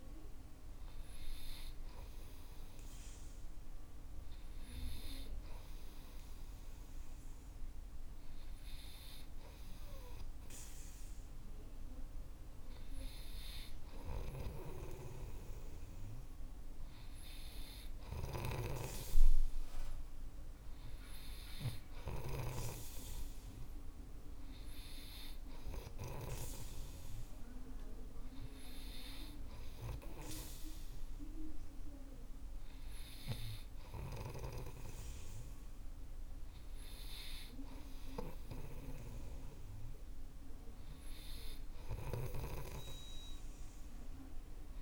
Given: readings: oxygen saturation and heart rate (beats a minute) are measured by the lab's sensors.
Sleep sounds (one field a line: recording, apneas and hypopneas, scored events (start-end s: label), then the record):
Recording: breathing in sleep by a room microphone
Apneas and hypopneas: none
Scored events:
14.50-23.00 s: snoring (device-marked)
42.50-44.82 s: snoring (device-marked)
From the record:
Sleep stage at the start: N3 (deep sleep)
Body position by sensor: on the right side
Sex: male